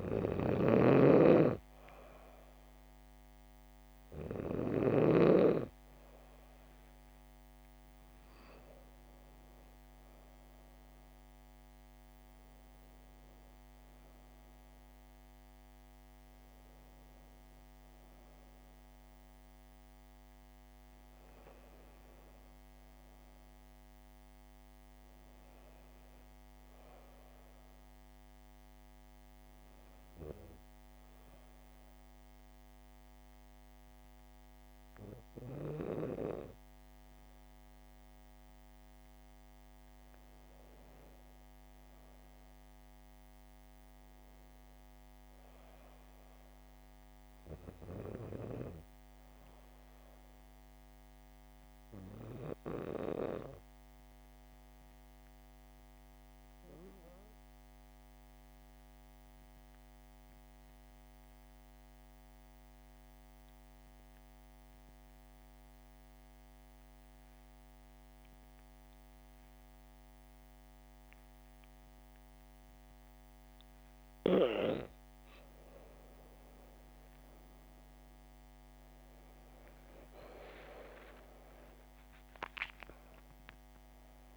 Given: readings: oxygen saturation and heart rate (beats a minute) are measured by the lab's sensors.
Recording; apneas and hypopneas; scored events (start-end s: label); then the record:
breathing in sleep by a microphone on the trachea; 2
0.00-5.00 s: snoring (device-marked)
22.00-25.00 s: arousal
28.00-39.50 s: hypopnea (oxygen 97% before, 90% lowest, heart rate 71 before, 66 extreme, up 2 after)
40.50-44.00 s: arousal
54.50-75.00 s: obstructive apnea (oxygen 98% before, 90% lowest, heart rate 69 before, 66 extreme, up 5 after)
68.00-84.37 s: oxygen desaturation (device-marked, oxygen 97% before, 90% lowest, heart rate 67 before, 67 extreme)
80.50-84.37 s: arousal
From the record:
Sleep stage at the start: N2 (light sleep); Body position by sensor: on the back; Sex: female